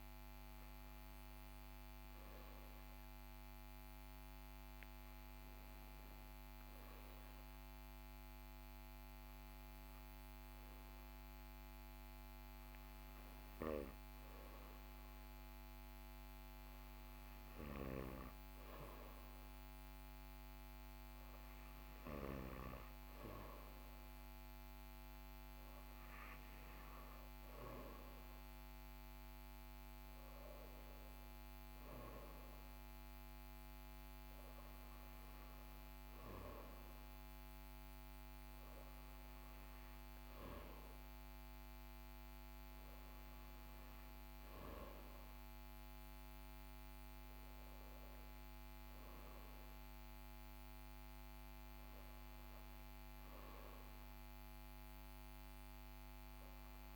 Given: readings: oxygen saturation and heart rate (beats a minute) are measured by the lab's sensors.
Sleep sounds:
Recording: breathing in sleep, hard to hear, by a microphone on the trachea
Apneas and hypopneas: none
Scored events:
none scored
From the record:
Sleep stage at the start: N2 (light sleep)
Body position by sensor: on the back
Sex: male

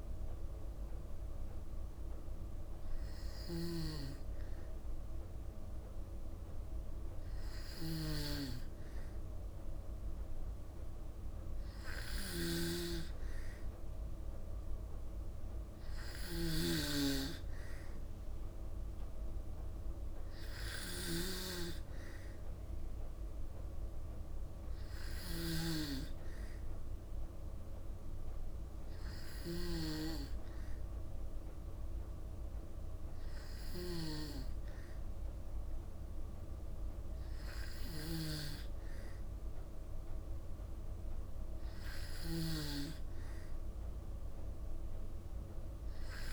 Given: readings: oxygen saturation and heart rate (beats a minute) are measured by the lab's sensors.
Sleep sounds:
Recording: breathing in sleep by a room microphone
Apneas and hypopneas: none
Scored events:
0.00-46.33 s: snoring (device-marked)
From the record:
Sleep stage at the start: N2 (light sleep)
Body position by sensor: on the back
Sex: female

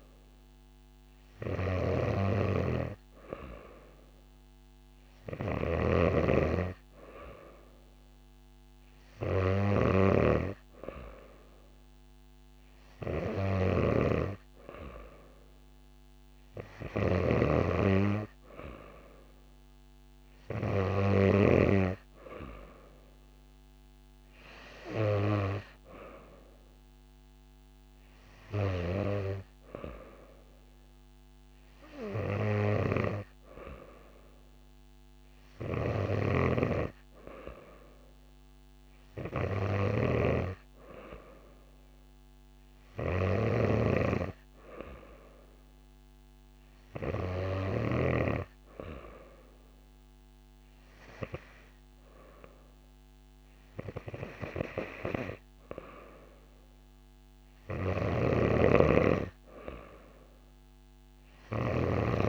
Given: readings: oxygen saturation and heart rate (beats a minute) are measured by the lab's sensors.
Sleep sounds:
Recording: breathing in sleep by a microphone on the trachea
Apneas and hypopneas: none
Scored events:
5.50-17.50 s: snoring (device-marked)
36.00-40.00 s: snoring (device-marked)
58.00-62.00 s: snoring (device-marked)
From the record:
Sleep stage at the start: N2 (light sleep)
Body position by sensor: on the back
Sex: female

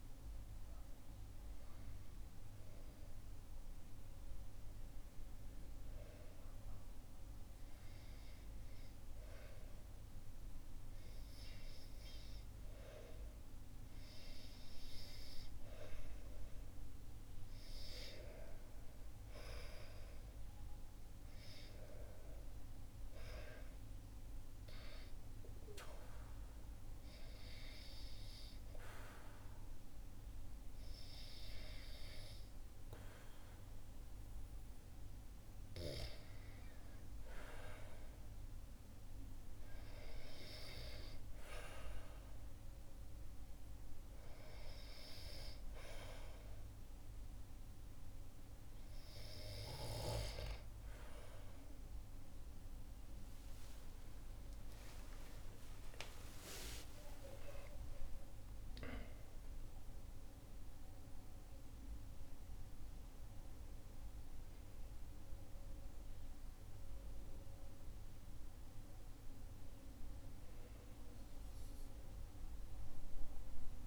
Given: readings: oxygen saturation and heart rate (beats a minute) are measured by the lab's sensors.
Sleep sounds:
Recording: breathing in sleep by a room microphone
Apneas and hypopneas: none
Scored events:
53.00-57.50 s: arousal
From the record:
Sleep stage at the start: REM sleep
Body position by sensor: on the back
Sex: male

